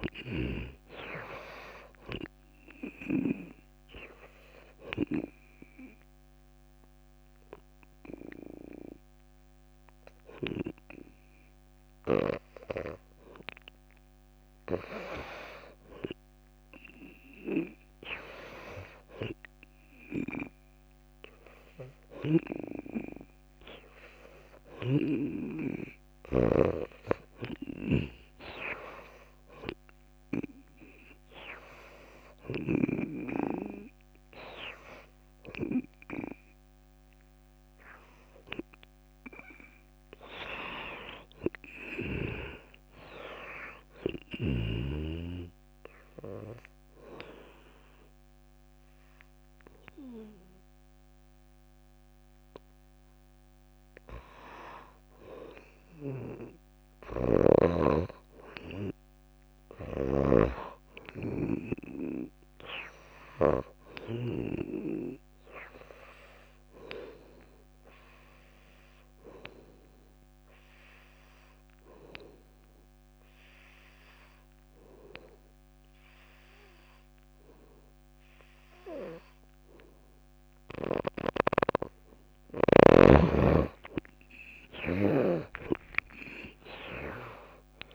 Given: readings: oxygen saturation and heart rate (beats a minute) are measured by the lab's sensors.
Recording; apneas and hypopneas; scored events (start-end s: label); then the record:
breathing in sleep by a microphone on the trachea; 3
0.00-16.50 s: oxygen desaturation (device-marked, oxygen 86% lowest)
5.50-15.50 s: obstructive apnea (oxygen 97% before, 86% lowest)
18.00-22.00 s: arousal
24.50-32.50 s: oxygen desaturation (device-marked, oxygen 95% before, 90% lowest)
25.00-33.50 s: snoring (device-marked)
40.50-43.50 s: arousal
45.50-55.50 s: hypopnea (oxygen 95% before, 76% lowest)
57.50-65.00 s: snoring (device-marked)
58.50-61.50 s: arousal
63.50-77.50 s: oxygen desaturation (device-marked, oxygen 96% before, 91% lowest)
69.00-82.00 s: obstructive apnea (oxygen 96% before, 76% lowest)
82.50-87.95 s: oxygen desaturation (device-marked, oxygen 92% before, 76% lowest)
84.00-87.50 s: arousal
From the record:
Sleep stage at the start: N2 (light sleep); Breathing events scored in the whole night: 383 in 4.4 hours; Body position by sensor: on the back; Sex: female